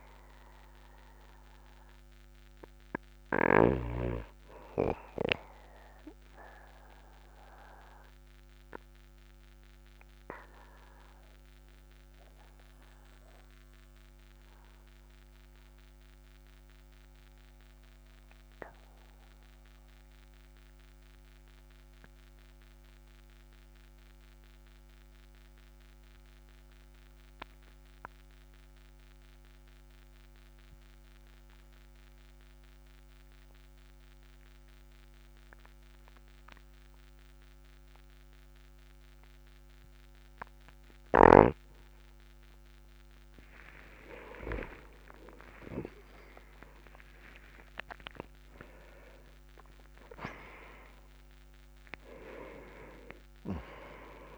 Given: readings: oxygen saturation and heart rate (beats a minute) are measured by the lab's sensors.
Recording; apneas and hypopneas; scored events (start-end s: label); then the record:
breathing in sleep by a microphone on the trachea; 1
1.50-5.00 s: arousal
5.50-21.50 s: oxygen desaturation (device-marked, oxygen 98% before, 94% lowest, heart rate 45 before, 38 extreme)
7.00-41.50 s: obstructive apnea (oxygen 98% before, 90% lowest, heart rate 46 before, 38 extreme, up 4 after)
44.00-48.50 s: arousal
From the record:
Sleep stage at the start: N2 (light sleep); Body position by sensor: on the back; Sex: male